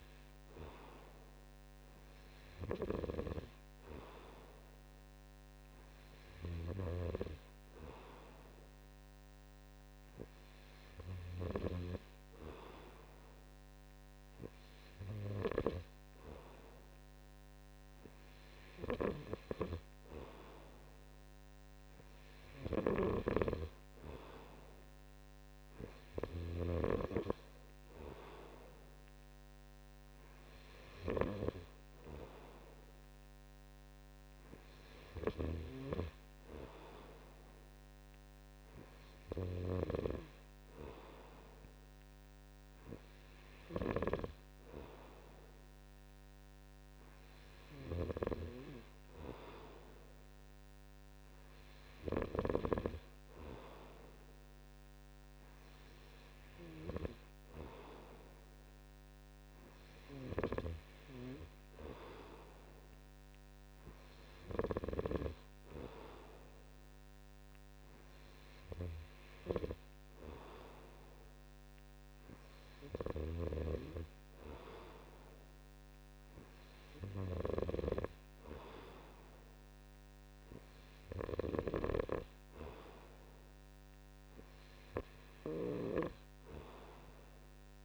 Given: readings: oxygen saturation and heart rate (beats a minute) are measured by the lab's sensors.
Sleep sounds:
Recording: breathing in sleep by a microphone on the trachea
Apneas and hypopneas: none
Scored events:
none scored
From the record:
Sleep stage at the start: N2 (light sleep)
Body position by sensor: on the right side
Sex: male

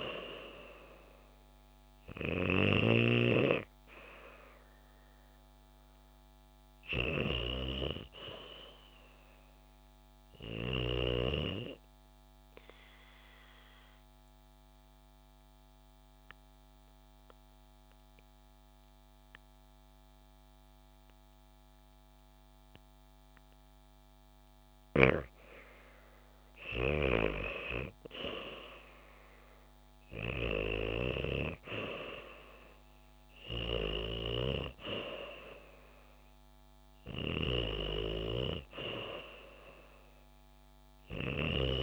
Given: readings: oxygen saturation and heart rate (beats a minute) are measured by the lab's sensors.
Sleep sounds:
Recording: breathing in sleep by a microphone on the trachea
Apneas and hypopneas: 1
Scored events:
0.00-2.00 s: arousal
0.00-3.50 s: snoring (device-marked)
11.50-24.00 s: obstructive apnea (oxygen 95% before, 90% lowest, heart rate 74 before, 67 extreme, up 2 after)
27.50-33.00 s: arousal
36.50-41.83 s: oxygen desaturation (device-marked, oxygen 95% before, 90% lowest, heart rate 69 before, 65 extreme)
From the record:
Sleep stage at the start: REM sleep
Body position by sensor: on the back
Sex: female

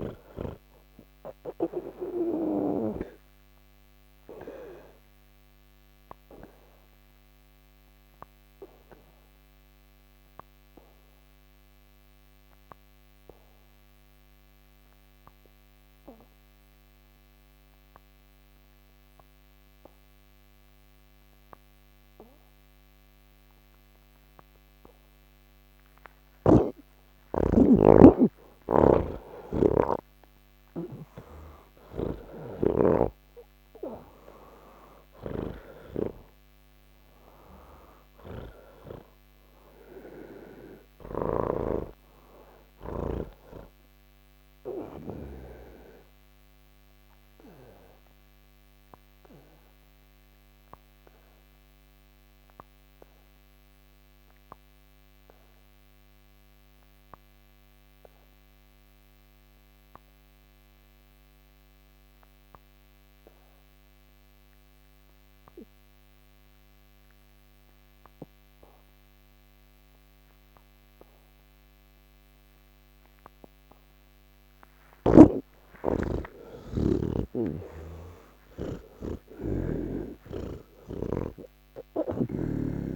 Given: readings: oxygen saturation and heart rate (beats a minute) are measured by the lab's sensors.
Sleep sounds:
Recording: breathing in sleep by a microphone on the trachea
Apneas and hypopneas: 2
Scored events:
0.00-3.00 s: snoring (device-marked)
0.00-17.50 s: oxygen desaturation (device-marked, oxygen 81% lowest, heart rate 136 extreme)
3.00-28.50 s: obstructive apnea (oxygen 98% before, 81% lowest, heart rate 176 before, 136 extreme, up 30 after)
23.50-56.50 s: oxygen desaturation (device-marked, oxygen 98% before, 84% lowest, heart rate 194 before, 136 extreme)
28.50-33.00 s: snoring (device-marked)
35.00-41.50 s: snoring (device-marked)
47.00-75.00 s: obstructive apnea (oxygen 98% before, 82% lowest, heart rate 166 before, 149 extreme, up 49 after)
70.50-81.50 s: oxygen desaturation (device-marked, oxygen 98% before, 90% lowest, heart rate 183 before, 156 extreme)
77.50-82.50 s: snoring (device-marked)
From the record:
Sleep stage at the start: N1 (lightest sleep)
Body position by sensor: on the back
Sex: male

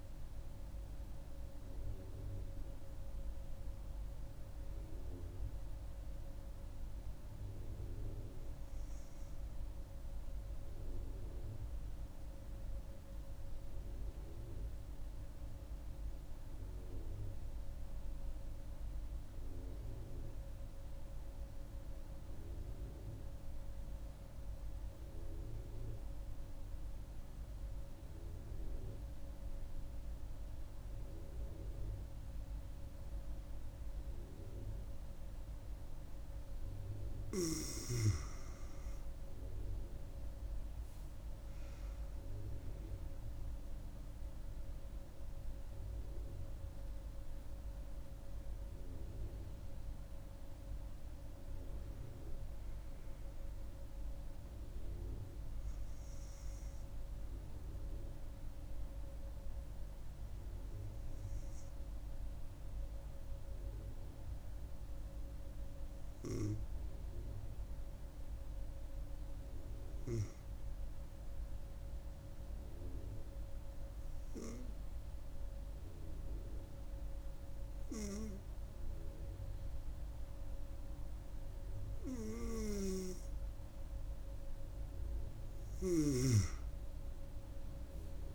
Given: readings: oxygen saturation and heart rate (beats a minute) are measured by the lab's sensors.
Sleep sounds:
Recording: breathing in sleep by a room microphone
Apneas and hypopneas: 2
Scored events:
0.00-15.00 s: oxygen desaturation (device-marked, oxygen 91% lowest)
10.50-36.50 s: obstructive apnea (oxygen 96% before, 91% lowest)
35.00-63.00 s: oxygen desaturation (device-marked, oxygen 97% before, 91% lowest)
39.50-42.00 s: arousal
58.50-84.00 s: hypopnea (oxygen 96% before, 91% lowest)
83.00-88.35 s: oxygen desaturation (device-marked, oxygen 97% before, 92% lowest)
From the record:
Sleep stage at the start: N2 (light sleep)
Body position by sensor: on the right side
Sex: female

